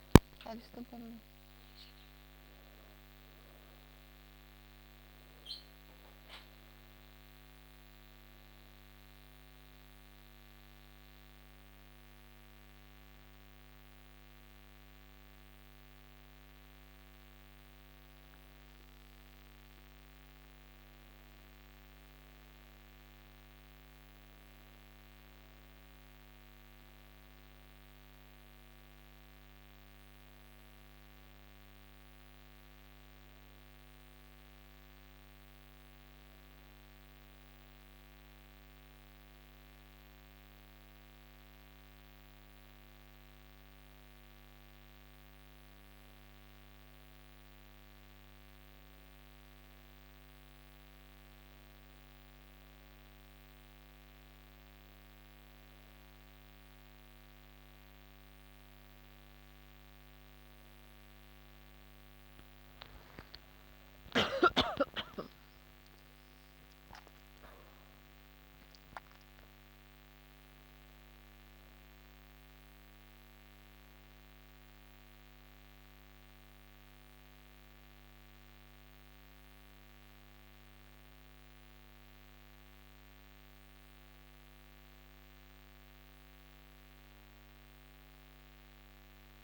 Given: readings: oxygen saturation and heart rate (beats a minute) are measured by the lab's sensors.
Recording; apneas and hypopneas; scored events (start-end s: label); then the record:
a person awake in a sleep study, hard to hear, by a microphone on the trachea; none
none scored
From the record:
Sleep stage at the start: awake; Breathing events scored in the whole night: 177 in 5.9 hours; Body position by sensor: on the back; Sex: female